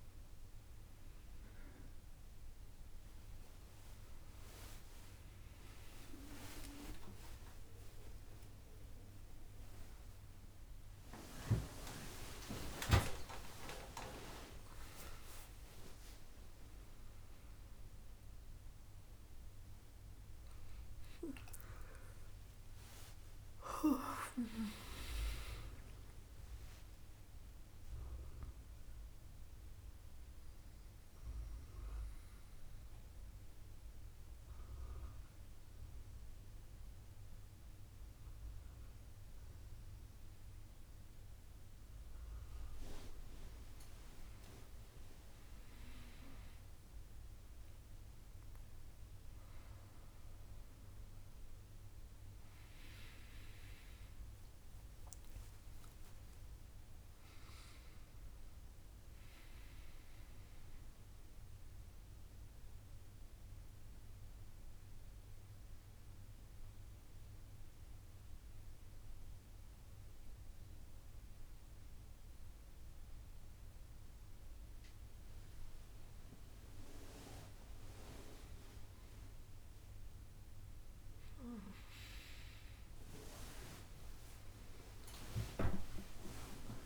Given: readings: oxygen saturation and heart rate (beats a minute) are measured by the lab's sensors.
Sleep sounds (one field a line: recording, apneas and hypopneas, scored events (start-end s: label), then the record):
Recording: a person awake in a sleep study, by a room microphone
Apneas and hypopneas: 1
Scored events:
55.00-85.00 s: new sleep stage, N1 (lightest sleep)
62.50-77.00 s: central apnea (oxygen 99% before, 95% lowest, heart rate 80 before, 70 extreme, up 18 after)
85.00-86.86 s: new sleep stage, awake
From the record:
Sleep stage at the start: awake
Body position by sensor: on the back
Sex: female